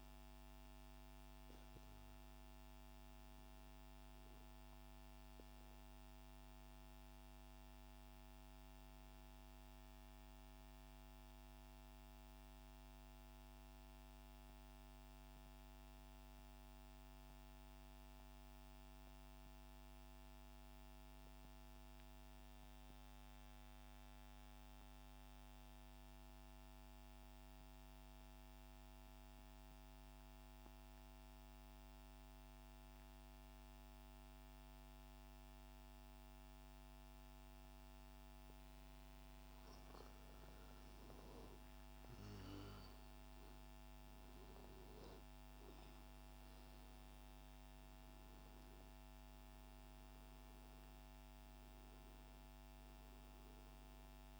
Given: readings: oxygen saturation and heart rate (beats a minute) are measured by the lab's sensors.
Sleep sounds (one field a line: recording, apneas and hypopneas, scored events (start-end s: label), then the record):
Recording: breathing in sleep, hard to hear, by a microphone on the trachea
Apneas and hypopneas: 1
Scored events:
0.00-13.00 s: oxygen desaturation (device-marked, oxygen 89% lowest, heart rate 126 extreme)
9.50-41.50 s: mixed apnea (oxygen 96% before, 90% lowest, heart rate 146 before, 77 extreme, up 2 after)
30.00-54.40 s: oxygen desaturation (device-marked, oxygen 99% before, 90% lowest, heart rate 155 before, 65 extreme)
43.00-46.50 s: arousal
From the record:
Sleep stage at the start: N2 (light sleep)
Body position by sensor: on the back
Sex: male